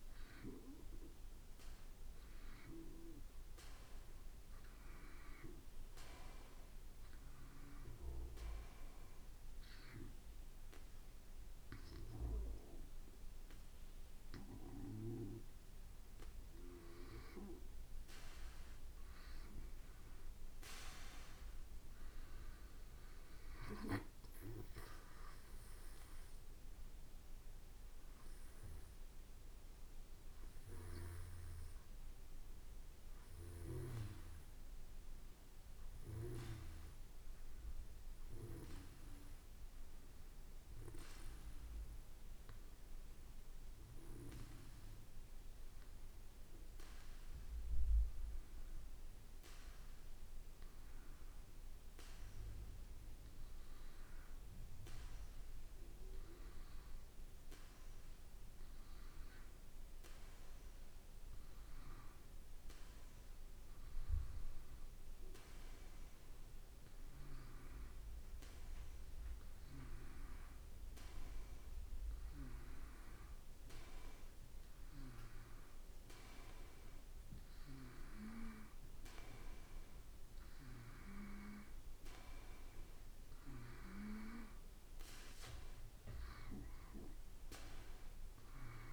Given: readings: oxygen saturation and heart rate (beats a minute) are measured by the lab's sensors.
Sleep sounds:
breathing in sleep by a room microphone; 2
0.00-11.00 s: oxygen desaturation (device-marked, oxygen 91% lowest, heart rate 54 extreme)
6.00-17.00 s: obstructive apnea (oxygen 95% before, 91% lowest, heart rate 58 before, 51 extreme, up 3 after)
20.50-25.50 s: arousal
27.00-47.00 s: oxygen desaturation (device-marked, oxygen 94% before, 91% lowest, heart rate 56 before, 51 extreme)
47.00-51.00 s: arousal
54.00-82.50 s: hypopnea (oxygen 96% before, 92% lowest, heart rate 53 before, 55 extreme, up 1 after)
67.00-88.93 s: oxygen desaturation (device-marked, oxygen 96% before, 92% lowest, heart rate 55 before, 54 extreme)
84.50-88.93 s: arousal
From the record:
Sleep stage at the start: N2 (light sleep); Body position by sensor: on the back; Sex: male

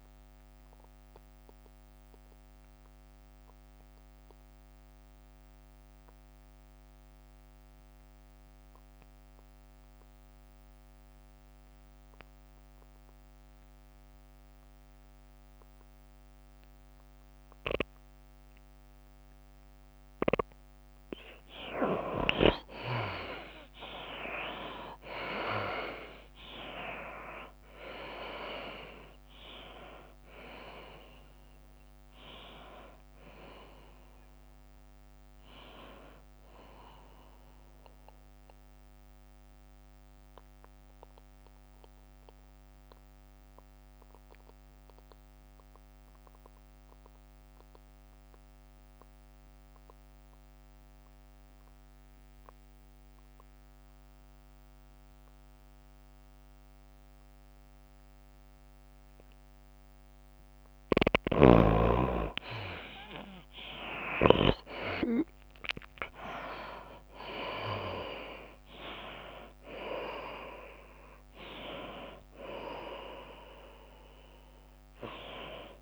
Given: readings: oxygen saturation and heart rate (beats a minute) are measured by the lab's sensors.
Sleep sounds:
breathing in sleep by a microphone on the trachea; 2
0.00-1.00 s: oxygen desaturation (device-marked, oxygen 81% lowest, heart rate 84 extreme)
1.00-21.50 s: obstructive apnea (oxygen 95% before, 75% lowest, heart rate 97 before, 84 extreme, up 14 after)
11.00-51.00 s: oxygen desaturation (device-marked, oxygen 95% before, 75% lowest, heart rate 95 before, 84 extreme)
23.00-27.00 s: arousal
25.00-41.00 s: drop in pulse transit time (device-marked, heart rate 88 before, 89 extreme)
29.00-33.00 s: tachycardia (device-marked, heart rate 91 before, 101 extreme)
39.50-61.00 s: obstructive apnea (oxygen 94% before, 74% lowest, heart rate 94 before, 87 extreme, up 9 after)
60.00-62.00 s: long interval between heartbeats (device-marked, heart rate 91 before, 87 extreme)
62.00-75.81 s: oxygen desaturation (device-marked, oxygen 97% before, 74% lowest, heart rate 90 before, 86 extreme)
63.50-69.00 s: arousal
66.00-75.81 s: drop in pulse transit time (device-marked, heart rate 89 before, 89 extreme)
From the record:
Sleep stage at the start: N2 (light sleep); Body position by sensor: on the back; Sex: female

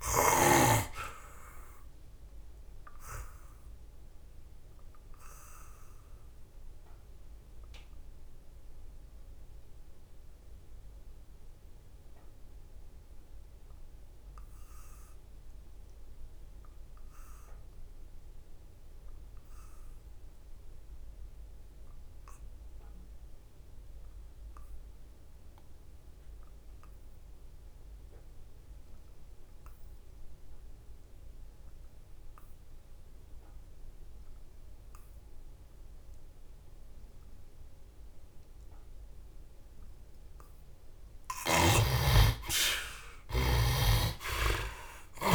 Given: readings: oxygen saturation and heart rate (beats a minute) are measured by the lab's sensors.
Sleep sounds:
breathing in sleep by a room microphone; 1
0.00-16.00 s: oxygen desaturation (device-marked, oxygen 51% lowest, heart rate 64 extreme)
0.50-38.50 s: obstructive apnea (oxygen 93% before, 51% lowest, heart rate 77 before, 64 extreme, up 18 after)
32.00-45.35 s: oxygen desaturation (device-marked, oxygen 90% before, 52% lowest, heart rate 67 before, 68 extreme)
41.50-45.35 s: arousal
43.50-45.35 s: snoring (device-marked)
From the record:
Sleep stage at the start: N2 (light sleep); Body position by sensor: on the back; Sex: male

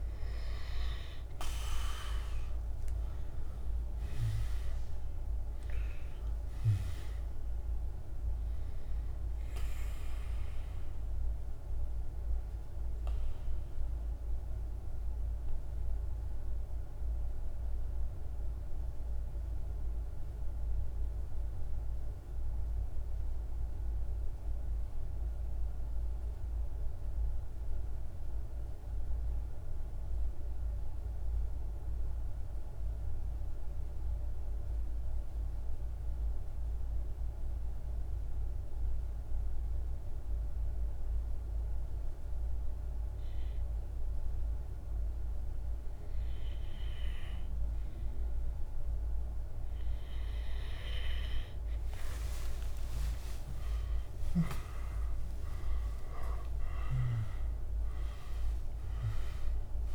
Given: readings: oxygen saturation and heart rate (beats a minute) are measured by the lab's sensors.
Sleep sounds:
breathing in sleep by a room microphone; 1
0.00-24.50 s: oxygen desaturation (device-marked, oxygen 89% lowest, heart rate 46 extreme)
1.50-5.00 s: arousal
15.00-49.00 s: mixed apnea (oxygen 98% before, 88% lowest, heart rate 51 before, 46 extreme, up 35 after)
41.50-59.95 s: oxygen desaturation (device-marked, oxygen 99% before, 88% lowest, heart rate 48 before, 46 extreme)
51.00-55.50 s: arousal
From the record:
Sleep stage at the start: N2 (light sleep); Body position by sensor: on the back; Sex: male

